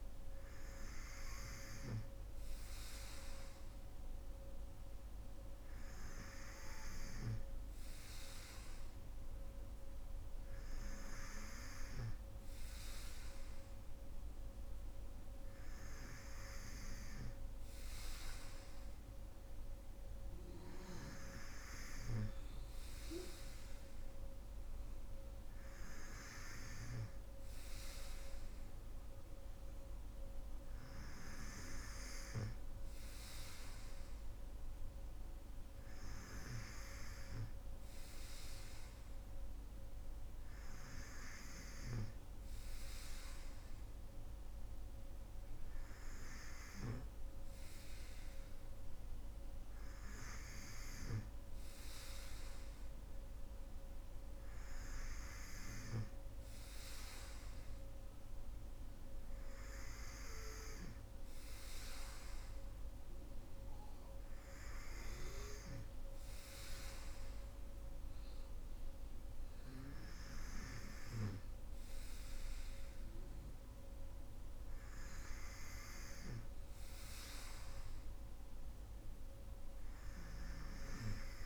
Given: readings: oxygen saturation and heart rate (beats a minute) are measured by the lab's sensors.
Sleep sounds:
breathing in sleep by a room microphone; none
none scored
From the record:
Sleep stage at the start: N3 (deep sleep); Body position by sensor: on the right side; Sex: female

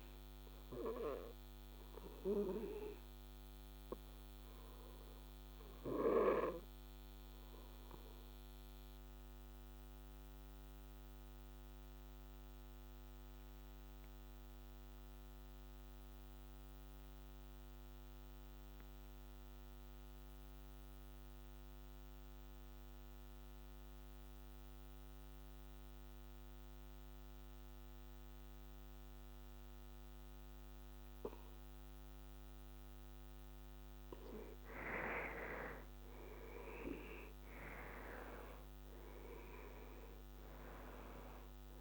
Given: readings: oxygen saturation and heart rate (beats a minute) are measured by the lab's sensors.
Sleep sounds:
breathing in sleep by a microphone on the trachea; 1
0.00-14.00 s: oxygen desaturation (device-marked, oxygen 88% lowest, heart rate 59 extreme)
5.50-32.50 s: obstructive apnea (oxygen 97% before, 87% lowest, heart rate 69 before, 59 extreme, up 11 after)
26.00-41.81 s: oxygen desaturation (device-marked, oxygen 98% before, 87% lowest, heart rate 63 before, 60 extreme)
34.50-38.50 s: arousal
From the record:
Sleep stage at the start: N2 (light sleep); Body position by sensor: on the back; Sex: male

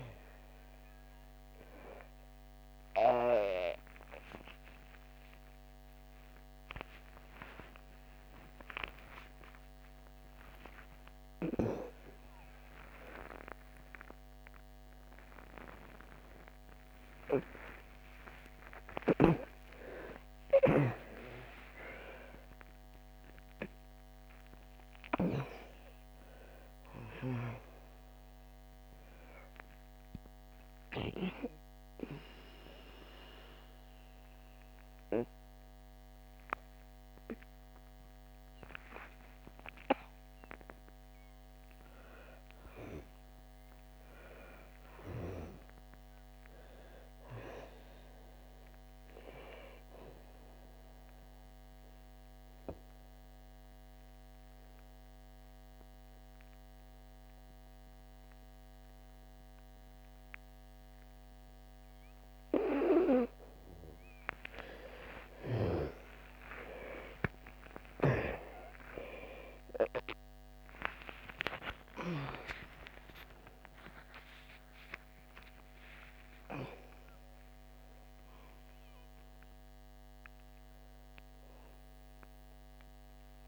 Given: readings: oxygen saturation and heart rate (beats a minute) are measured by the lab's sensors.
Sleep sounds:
a person partly awake in a sleep study, by a microphone on the trachea; 2
6.00-19.00 s: oxygen desaturation (device-marked, oxygen 98% before, 91% lowest)
23.00-83.00 s: new sleep stage, N1 (lightest sleep)
29.00-41.00 s: obstructive apnea (oxygen 97% before, 82% lowest, heart rate 34 before, 66 extreme, up 50 after)
42.50-46.00 s: arousal
49.50-62.00 s: obstructive apnea (oxygen 98% before, 82% lowest, heart rate 66 before, 66 extreme)
51.00-61.00 s: oxygen desaturation (device-marked, oxygen 97% before, 92% lowest, heart rate 73 before, 66 extreme)
66.00-72.50 s: arousal
66.00-83.48 s: oxygen desaturation (device-marked, oxygen 97% before, 82% lowest, heart rate 79 before, 65 extreme)
83.00-83.48 s: new sleep stage, N2 (light sleep)
From the record:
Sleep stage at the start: awake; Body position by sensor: on the back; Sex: female

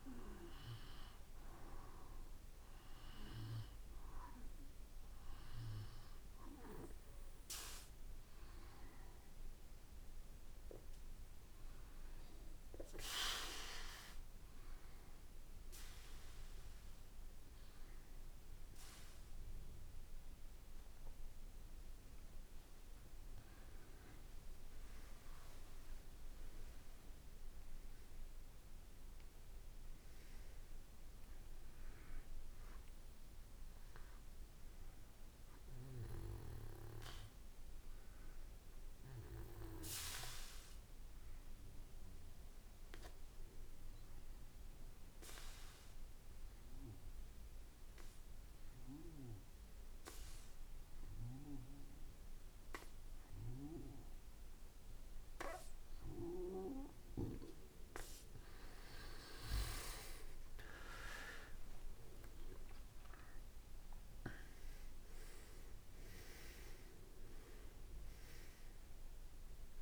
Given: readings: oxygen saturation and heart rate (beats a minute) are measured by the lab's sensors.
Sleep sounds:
breathing in sleep by a room microphone; 2
0.00-1.50 s: arousal
0.00-13.50 s: oxygen desaturation (device-marked, oxygen 92% lowest, heart rate 56 extreme)
12.00-23.00 s: hypopnea (oxygen 95% before, 86% lowest, heart rate 59 before, 56 extreme, up 5 after)
25.50-30.50 s: arousal
41.50-57.50 s: obstructive apnea (oxygen 94% before, 86% lowest, heart rate 59 before, 56 extreme, up 7 after)
57.50-69.82 s: oxygen desaturation (device-marked, oxygen 95% before, 86% lowest, heart rate 58 before, 54 extreme)
61.00-65.00 s: arousal
62.50-69.82 s: drop in pulse transit time (device-marked, heart rate 58 before, 57 extreme)
From the record:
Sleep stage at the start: N2 (light sleep); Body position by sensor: on the back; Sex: male

